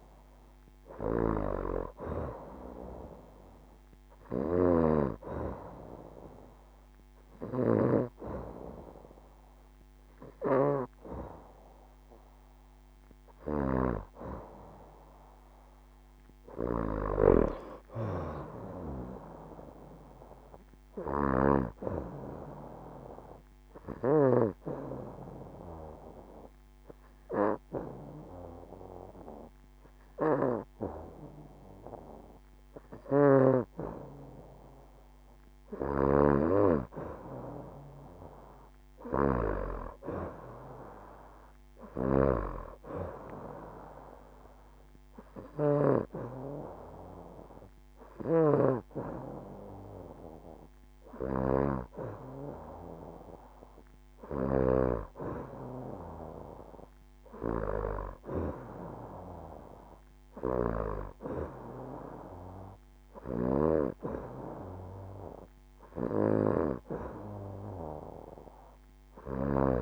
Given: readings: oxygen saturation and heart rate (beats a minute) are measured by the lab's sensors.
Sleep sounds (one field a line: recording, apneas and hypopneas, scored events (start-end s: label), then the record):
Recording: breathing in sleep by a microphone on the trachea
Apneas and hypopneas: 1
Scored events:
17.00-20.50 s: arousal
24.00-35.00 s: obstructive apnea (oxygen 93% before, 90% lowest, heart rate 71 before, 66 extreme, up 4 after)
37.00-40.00 s: arousal
48.00-59.00 s: oxygen desaturation (device-marked, oxygen 95% before, 90% lowest, heart rate 69 before, 68 extreme)
58.00-60.00 s: long interval between heartbeats (device-marked, heart rate 70 before, 70 extreme)
From the record:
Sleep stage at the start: N2 (light sleep)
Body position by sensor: on the back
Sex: female